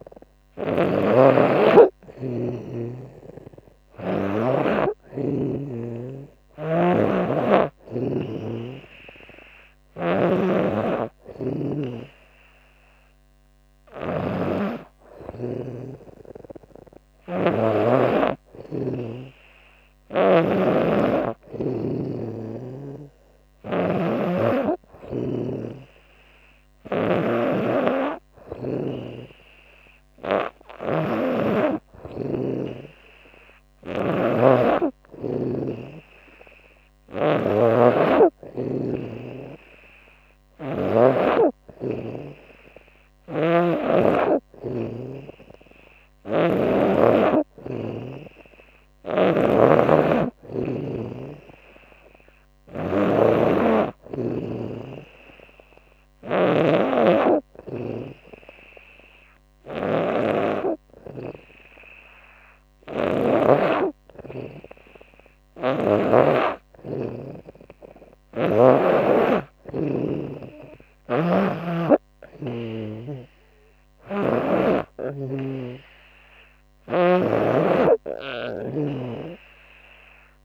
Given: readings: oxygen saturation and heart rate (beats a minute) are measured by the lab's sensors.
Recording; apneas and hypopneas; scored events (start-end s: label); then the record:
breathing in sleep by a microphone on the trachea; none
9.50-20.00 s: snoring (device-marked)
24.50-28.00 s: snoring (device-marked)
30.00-46.00 s: snoring (device-marked)
48.00-62.50 s: snoring (device-marked)
64.50-68.00 s: snoring (device-marked)
70.00-80.45 s: snoring (device-marked)
From the record:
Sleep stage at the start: N2 (light sleep); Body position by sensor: on the back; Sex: female